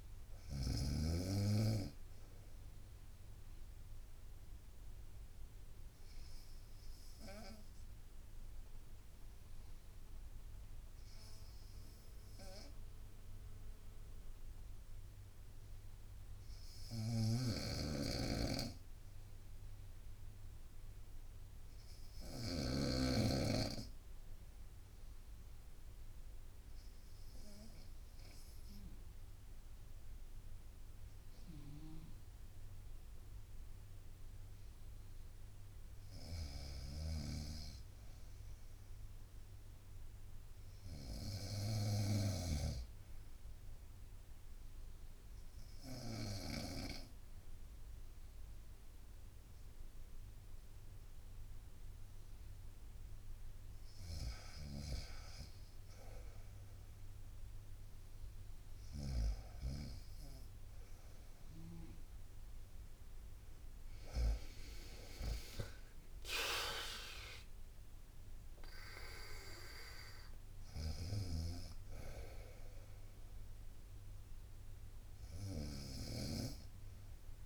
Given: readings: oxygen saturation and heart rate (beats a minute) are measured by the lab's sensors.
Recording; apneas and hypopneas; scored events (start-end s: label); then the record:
breathing in sleep by a room microphone; 3
0.00-39.00 s: bradycardia (device-marked, heart rate 57 extreme)
3.50-16.00 s: obstructive apnea (oxygen 97% before, 91% lowest, heart rate 65 before, 57 extreme, up 1 after)
16.50-22.50 s: snoring (device-marked)
17.50-21.00 s: arousal
26.00-36.50 s: obstructive apnea (oxygen 98% before, 91% lowest, heart rate 59 before, 57 extreme, up 4 after)
36.00-46.50 s: snoring (device-marked)
38.50-41.50 s: arousal
43.00-54.00 s: obstructive apnea (oxygen 98% before, 91% lowest, heart rate 58 before, 62 extreme, up 0 after)
54.00-68.00 s: oxygen desaturation (device-marked, oxygen 95% before, 91% lowest, heart rate 61 before, 61 extreme)
66.50-70.50 s: arousal
67.00-77.46 s: drop in pulse transit time (device-marked, heart rate 64 before, 64 extreme)
70.50-75.50 s: snoring (device-marked)
From the record:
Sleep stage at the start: N2 (light sleep); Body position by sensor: on the right side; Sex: female